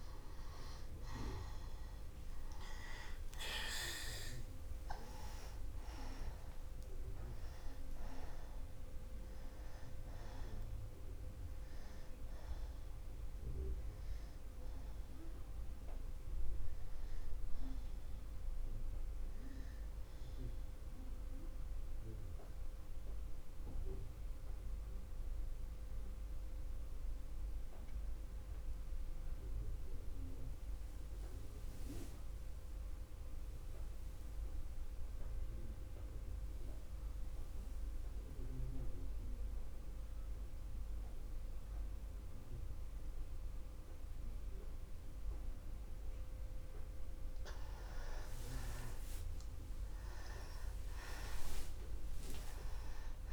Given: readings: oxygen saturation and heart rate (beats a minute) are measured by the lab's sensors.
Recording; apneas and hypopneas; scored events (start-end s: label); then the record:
breathing in sleep by a room microphone; 1
0.00-31.50 s: oxygen desaturation (device-marked, oxygen 82% lowest, heart rate 61 extreme)
21.00-48.00 s: mixed apnea (oxygen 95% before, 83% lowest, heart rate 79 before, 61 extreme, up 0 after)
51.00-53.33 s: arousal
51.50-53.33 s: oxygen desaturation (device-marked, oxygen 97% before, 83% lowest, heart rate 61 before, 61 extreme)
From the record:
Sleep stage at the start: N2 (light sleep); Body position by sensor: on the back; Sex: male